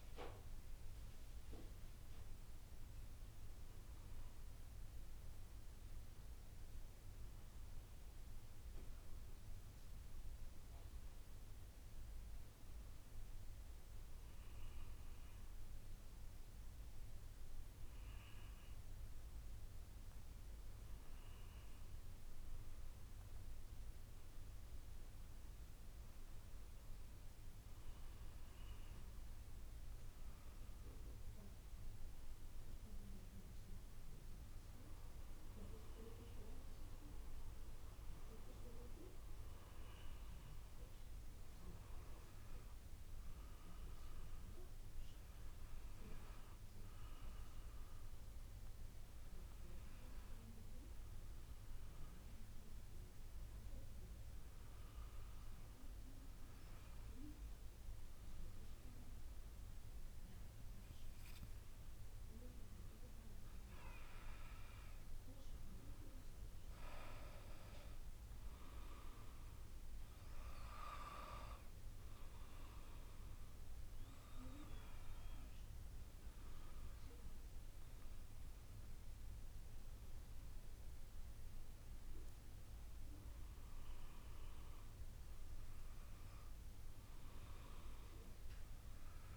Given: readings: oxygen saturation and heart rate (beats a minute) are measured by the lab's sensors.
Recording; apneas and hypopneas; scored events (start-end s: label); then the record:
breathing in sleep by a room microphone; 1
37.50-89.37 s: new sleep stage, N2 (light sleep)
54.00-65.00 s: hypopnea (oxygen 96% before, 95% lowest, heart rate 58 before, 54 extreme, up 6 after)
66.50-70.00 s: arousal
From the record:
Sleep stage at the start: REM sleep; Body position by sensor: on the back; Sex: female